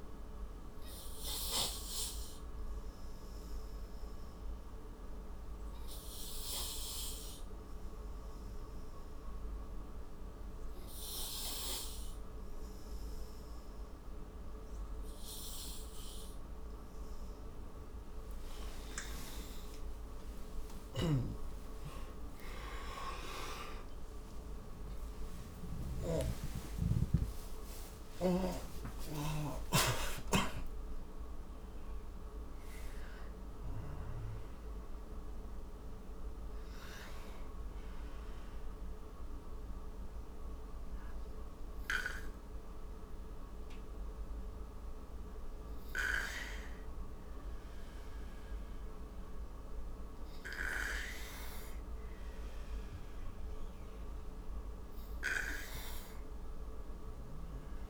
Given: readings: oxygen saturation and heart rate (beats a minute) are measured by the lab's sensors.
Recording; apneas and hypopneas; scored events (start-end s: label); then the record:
breathing in sleep by a room microphone; none
16.50-33.50 s: tachycardia (device-marked, heart rate 59 before, 156 extreme)
21.50-28.00 s: arousal
22.00-28.50 s: snoring (device-marked)
44.50-57.89 s: new sleep stage, N2 (light sleep)
55.00-57.89 s: arousal
From the record:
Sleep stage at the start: N3 (deep sleep); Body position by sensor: on the right side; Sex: male